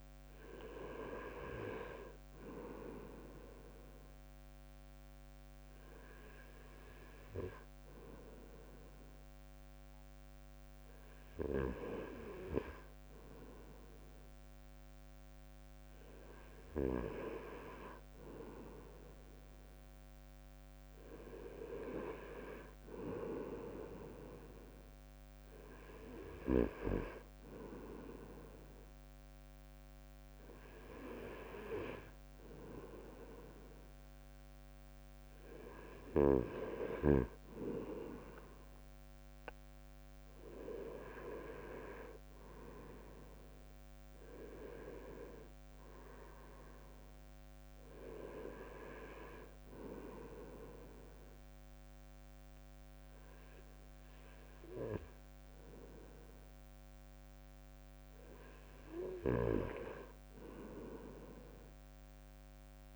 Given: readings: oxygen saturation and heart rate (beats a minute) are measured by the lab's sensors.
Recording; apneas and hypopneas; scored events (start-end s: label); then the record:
breathing in sleep by a microphone on the trachea; none
none scored
From the record:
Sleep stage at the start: N2 (light sleep); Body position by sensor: on the back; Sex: male